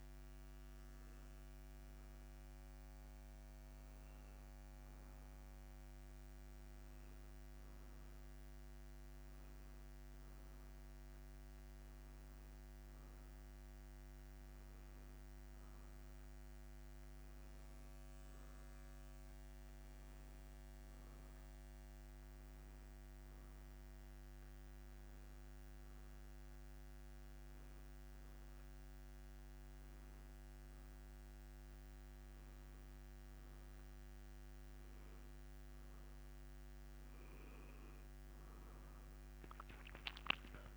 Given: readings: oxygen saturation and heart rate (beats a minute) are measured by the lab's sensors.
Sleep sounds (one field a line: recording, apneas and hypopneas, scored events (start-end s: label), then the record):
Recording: a person awake in a sleep study, hard to hear, by a microphone on the trachea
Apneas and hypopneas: none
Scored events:
none scored
From the record:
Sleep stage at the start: awake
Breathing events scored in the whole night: 292 in 6.1 hours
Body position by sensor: on the back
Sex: male